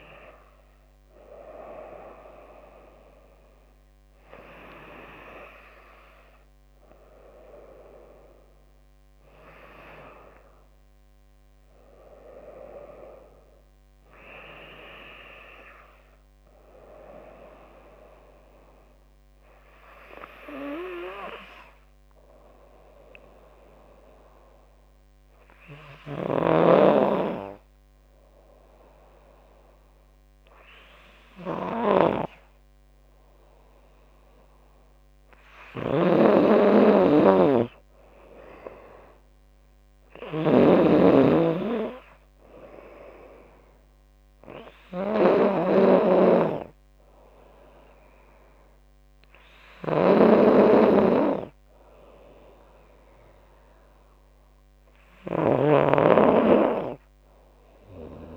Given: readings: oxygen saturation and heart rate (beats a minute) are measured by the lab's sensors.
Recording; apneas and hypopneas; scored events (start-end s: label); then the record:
breathing in sleep by a microphone on the trachea; 1
0.00-3.00 s: drop in pulse transit time (device-marked, heart rate 77 extreme)
21.50-34.50 s: hypopnea (oxygen 97% before, 92% lowest, heart rate 85 before, 75 extreme, up 12 after)
26.00-58.36 s: snoring (device-marked)
36.00-39.00 s: arousal
39.00-50.00 s: drop in pulse transit time (device-marked, heart rate 79 before, 82 extreme)
40.00-56.00 s: oxygen desaturation (device-marked, oxygen 97% before, 92% lowest, heart rate 79 before, 77 extreme)
From the record:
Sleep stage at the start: N2 (light sleep); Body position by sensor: on the back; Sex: female